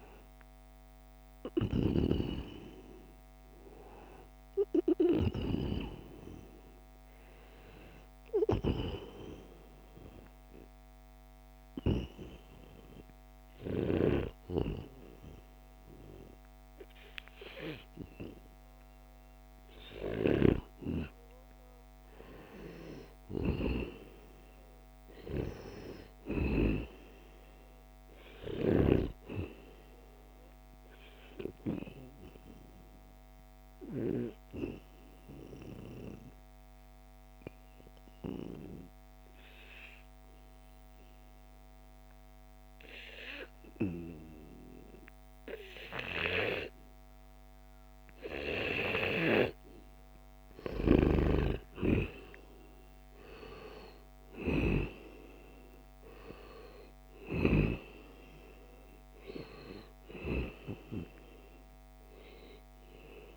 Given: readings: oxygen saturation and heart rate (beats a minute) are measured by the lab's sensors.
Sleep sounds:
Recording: breathing in sleep by a microphone on the trachea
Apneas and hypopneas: 2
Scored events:
0.50-3.50 s: arousal
6.00-19.50 s: hypopnea (oxygen 96% before, 89% lowest, heart rate 81 before, 76 extreme, up 0 after)
21.50-26.00 s: arousal
30.50-41.50 s: oxygen desaturation (device-marked, oxygen 95% before, 91% lowest, heart rate 79 before, 74 extreme)
35.00-48.50 s: obstructive apnea (oxygen 95% before, 87% lowest, heart rate 79 before, 74 extreme, up 1 after)
50.00-54.50 s: arousal
58.50-63.37 s: oxygen desaturation (device-marked, oxygen 93% before, 89% lowest, heart rate 76 before, 68 extreme)
From the record:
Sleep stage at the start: N2 (light sleep)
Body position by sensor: on the back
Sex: male

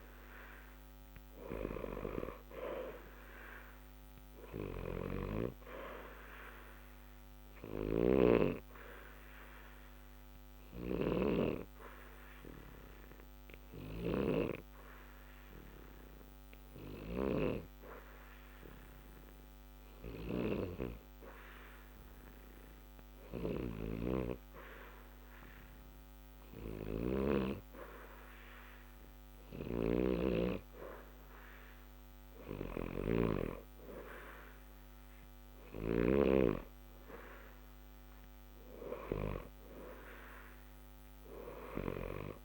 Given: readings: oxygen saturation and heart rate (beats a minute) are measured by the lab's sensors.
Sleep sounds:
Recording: breathing in sleep by a microphone on the trachea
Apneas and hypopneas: 1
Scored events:
5.50-25.50 s: oxygen desaturation (device-marked, oxygen 92% before, 88% lowest, heart rate 60 before, 60 extreme)
8.50-23.50 s: obstructive apnea (oxygen 92% before, 88% lowest, heart rate 60 before, 60 extreme, up 0 after)
27.00-30.50 s: arousal
From the record:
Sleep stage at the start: N2 (light sleep)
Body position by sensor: on the back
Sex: male

